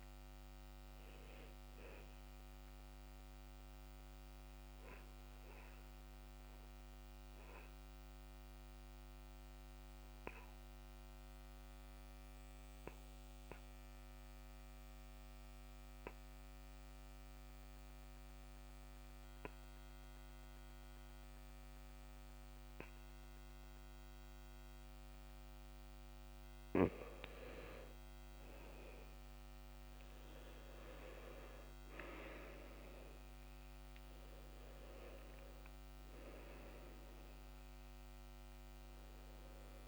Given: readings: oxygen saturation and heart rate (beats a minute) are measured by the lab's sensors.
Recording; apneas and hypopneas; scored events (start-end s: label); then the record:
breathing in sleep by a microphone on the trachea; 1
0.00-17.00 s: oxygen desaturation (device-marked, oxygen 91% lowest, heart rate 64 extreme)
3.00-26.00 s: obstructive apnea (oxygen 97% before, 86% lowest, heart rate 67 before, 64 extreme, up 8 after)
28.50-33.50 s: arousal
31.00-39.88 s: oxygen desaturation (device-marked, oxygen 96% before, 86% lowest, heart rate 67 before, 63 extreme)
From the record:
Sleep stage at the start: N2 (light sleep); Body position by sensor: on the back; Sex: male